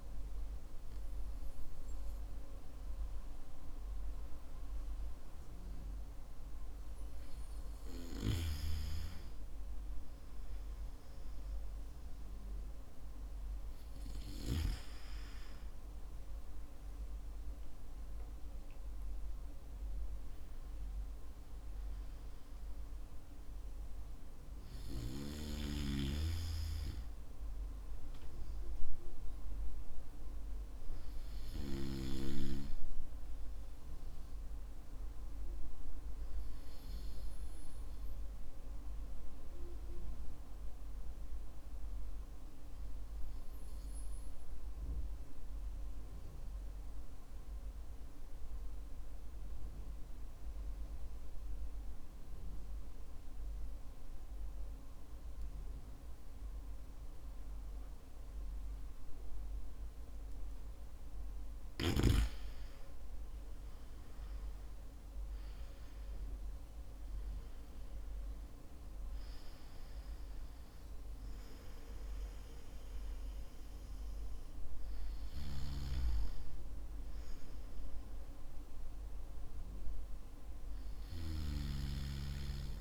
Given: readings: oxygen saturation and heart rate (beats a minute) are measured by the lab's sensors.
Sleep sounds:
breathing in sleep by a room microphone; 1
17.50-21.50 s: arousal
43.00-61.00 s: mixed apnea (oxygen 95% before, 93% lowest, heart rate 54 before, 52 extreme, up 9 after)
65.00-69.00 s: arousal
From the record:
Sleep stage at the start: N2 (light sleep); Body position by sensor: on the back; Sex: male

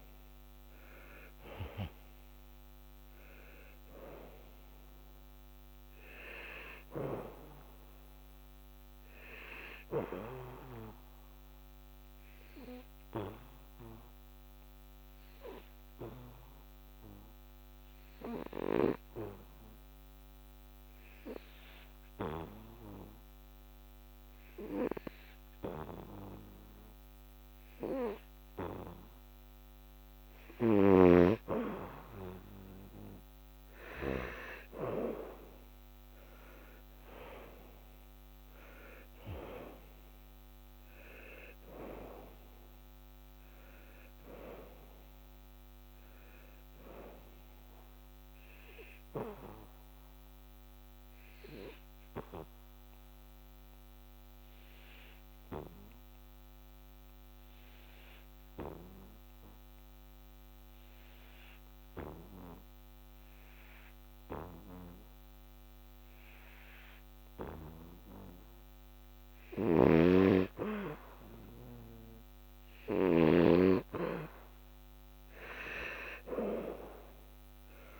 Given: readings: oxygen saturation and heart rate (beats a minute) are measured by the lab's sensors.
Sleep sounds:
breathing in sleep by a microphone on the trachea; 2
1.00-19.00 s: oxygen desaturation (device-marked, oxygen 96% before, 91% lowest, heart rate 76 before, 70 extreme)
11.50-31.00 s: obstructive apnea (oxygen 99% before, 88% lowest, heart rate 80 before, 70 extreme, up 10 after)
31.00-58.00 s: oxygen desaturation (device-marked, oxygen 98% before, 90% lowest, heart rate 78 before, 68 extreme)
34.00-37.50 s: arousal
52.00-69.50 s: obstructive apnea (oxygen 98% before, 88% lowest, heart rate 80 before, 68 extreme, up 6 after)
71.00-74.50 s: arousal
72.00-78.00 s: oxygen desaturation (device-marked, oxygen 98% before, 88% lowest, heart rate 76 before, 68 extreme)
From the record:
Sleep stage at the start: N2 (light sleep); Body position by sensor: on the back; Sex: male

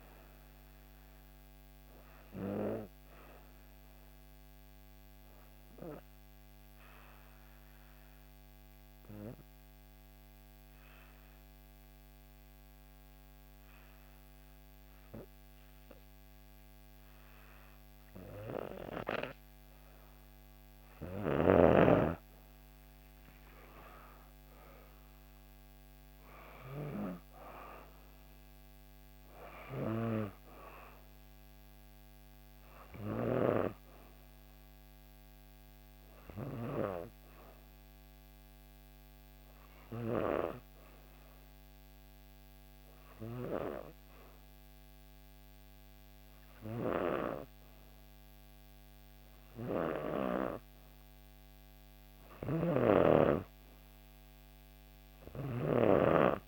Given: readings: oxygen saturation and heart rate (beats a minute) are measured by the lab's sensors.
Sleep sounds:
breathing in sleep by a microphone on the trachea; 2
0.00-4.00 s: oxygen desaturation (device-marked, oxygen 89% lowest, heart rate 63 extreme)
3.00-20.50 s: obstructive apnea (oxygen 94% before, 91% lowest, heart rate 65 before, 63 extreme, up 4 after)
23.00-27.50 s: arousal
24.00-42.00 s: oxygen desaturation (device-marked, oxygen 96% before, 91% lowest, heart rate 64 before, 63 extreme)
37.00-52.00 s: obstructive apnea (oxygen 97% before, 91% lowest, heart rate 66 before, 63 extreme, up 3 after)
53.00-56.48 s: arousal
From the record:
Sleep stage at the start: N2 (light sleep); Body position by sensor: on the back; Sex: female

